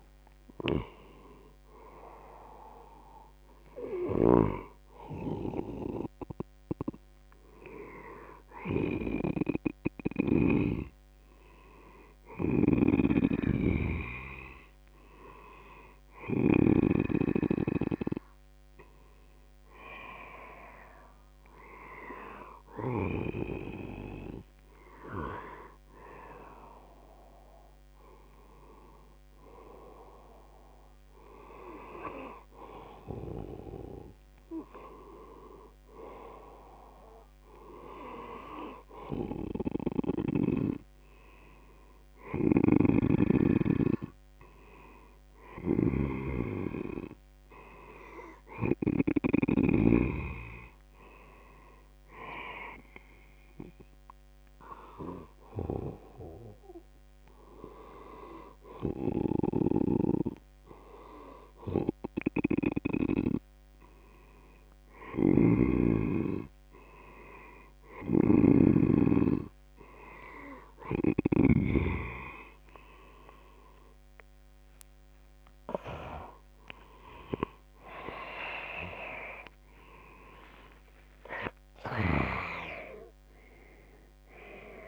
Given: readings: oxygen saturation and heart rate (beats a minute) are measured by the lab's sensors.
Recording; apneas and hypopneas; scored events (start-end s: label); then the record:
breathing in sleep by a microphone on the trachea; none
0.50-10.50 s: snoring (device-marked)
1.50-26.50 s: oxygen desaturation (device-marked, oxygen 99% before, 94% lowest, heart rate 84 before, 69 extreme)
12.50-17.00 s: snoring (device-marked)
42.50-50.00 s: snoring (device-marked)
59.50-71.50 s: snoring (device-marked)
74.00-80.50 s: arousal
From the record:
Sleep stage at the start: N1 (lightest sleep); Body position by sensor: on the back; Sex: male